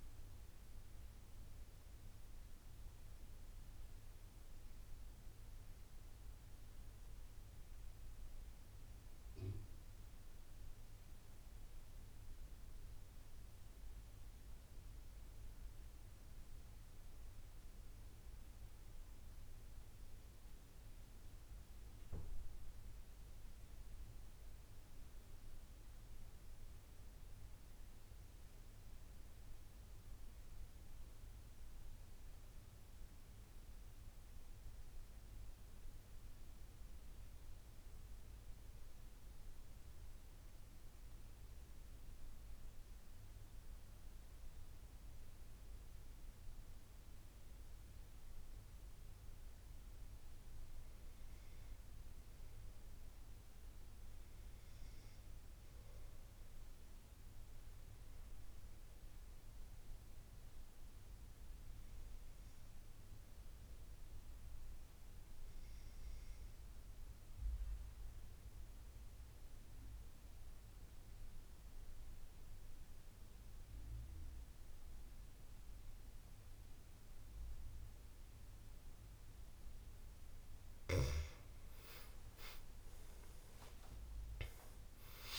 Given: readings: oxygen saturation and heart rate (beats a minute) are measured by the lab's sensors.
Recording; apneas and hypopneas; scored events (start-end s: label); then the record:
breathing in sleep, hard to hear, by a room microphone; 3
0.00-4.00 s: oxygen desaturation (device-marked, oxygen 85% lowest, heart rate 75 extreme)
5.00-8.00 s: arousal
10.50-23.50 s: mixed apnea (oxygen 98% before, 92% lowest, heart rate 82 before, 75 extreme, up 10 after)
25.50-29.50 s: arousal
28.00-44.00 s: oxygen desaturation (device-marked, oxygen 97% before, 93% lowest, heart rate 80 before, 76 extreme)
34.00-46.50 s: obstructive apnea (oxygen 98% before, 86% lowest, heart rate 80 before, 78 extreme, up 8 after)
49.00-51.50 s: arousal
65.00-79.50 s: obstructive apnea (oxygen 95% before, 86% lowest, heart rate 83 before, 81 extreme, up 19 after)
80.00-85.39 s: oxygen desaturation (device-marked, oxygen 93% before, 86% lowest, heart rate 83 before, 77 extreme)
85.00-85.39 s: new sleep stage, awake
From the record:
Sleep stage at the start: N2 (light sleep); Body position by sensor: on the back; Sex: male